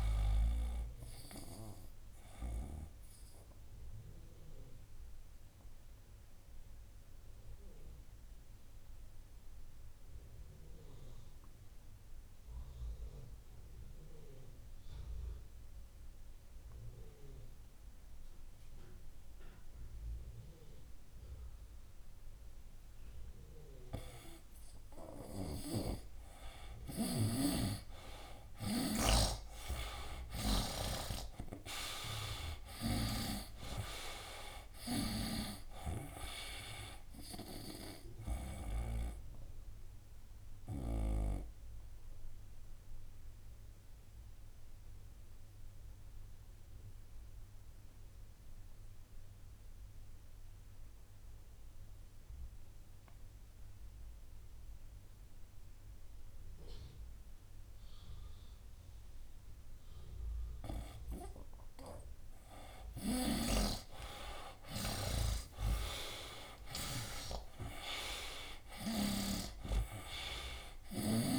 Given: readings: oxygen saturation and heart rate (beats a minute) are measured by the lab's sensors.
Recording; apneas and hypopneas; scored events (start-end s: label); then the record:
breathing in sleep by a room microphone; 2
0.00-21.50 s: oxygen desaturation (device-marked, oxygen 82% lowest, heart rate 63 extreme)
2.50-25.00 s: obstructive apnea (oxygen 97% before, 82% lowest, heart rate 72 before, 63 extreme, up 13 after)
25.00-33.00 s: snoring (device-marked)
26.00-29.00 s: arousal
29.50-53.50 s: oxygen desaturation (device-marked, oxygen 99% before, 86% lowest, heart rate 65 before, 63 extreme)
41.00-60.50 s: obstructive apnea (oxygen 99% before, 86% lowest, heart rate 73 before, 63 extreme, up 9 after)
65.00-69.50 s: arousal
67.50-71.39 s: oxygen desaturation (device-marked, oxygen 97% before, 88% lowest, heart rate 65 before, 64 extreme)
From the record:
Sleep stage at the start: N2 (light sleep); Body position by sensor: on the right side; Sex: male